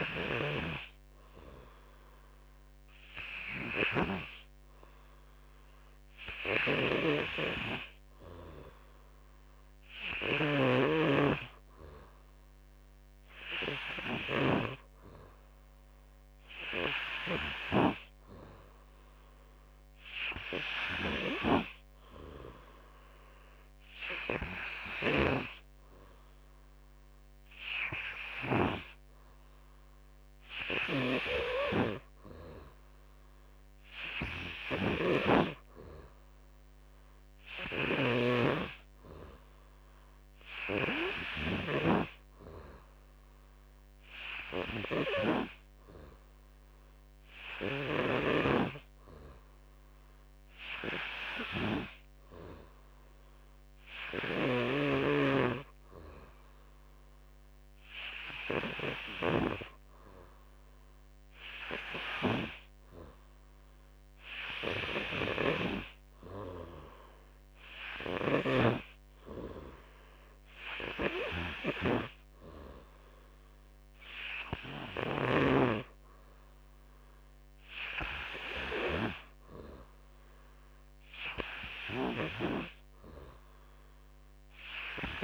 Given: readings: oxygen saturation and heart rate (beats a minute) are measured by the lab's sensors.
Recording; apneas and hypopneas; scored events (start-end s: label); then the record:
breathing in sleep by a microphone on the trachea; none
34.50-41.50 s: snoring (device-marked)
From the record:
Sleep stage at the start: N3 (deep sleep); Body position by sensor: on the back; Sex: male